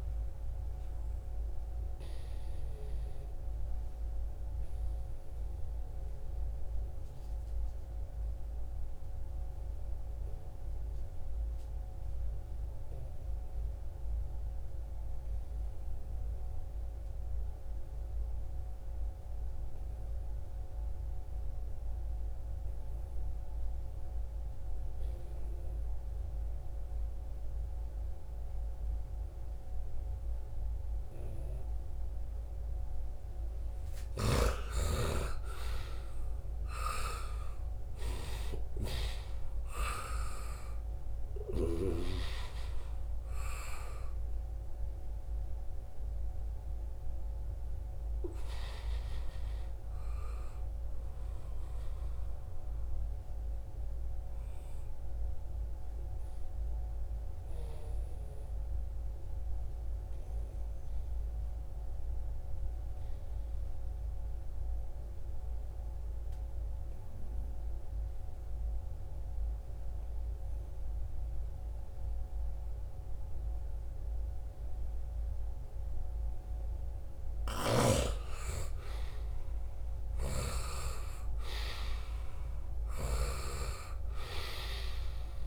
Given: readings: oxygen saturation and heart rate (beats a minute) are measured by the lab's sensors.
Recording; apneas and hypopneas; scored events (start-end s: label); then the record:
breathing in sleep by a room microphone; 2
0.00-8.50 s: oxygen desaturation (device-marked, oxygen 88% lowest, heart rate 67 extreme)
0.50-32.50 s: obstructive apnea (oxygen 95% before, 87% lowest, heart rate 75 before, 66 extreme, up 5 after)
30.50-58.50 s: oxygen desaturation (device-marked, oxygen 95% before, 87% lowest, heart rate 73 before, 67 extreme)
34.00-40.00 s: arousal
57.50-76.50 s: obstructive apnea (oxygen 94% before, 90% lowest, heart rate 79 before, 67 extreme, up 6 after)
76.50-80.00 s: snoring (device-marked)
77.50-85.46 s: oxygen desaturation (device-marked, oxygen 95% before, 90% lowest, heart rate 71 before, 71 extreme)
78.50-83.00 s: arousal
82.00-85.46 s: snoring (device-marked)
From the record:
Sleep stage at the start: N2 (light sleep); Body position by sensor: on the right side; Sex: male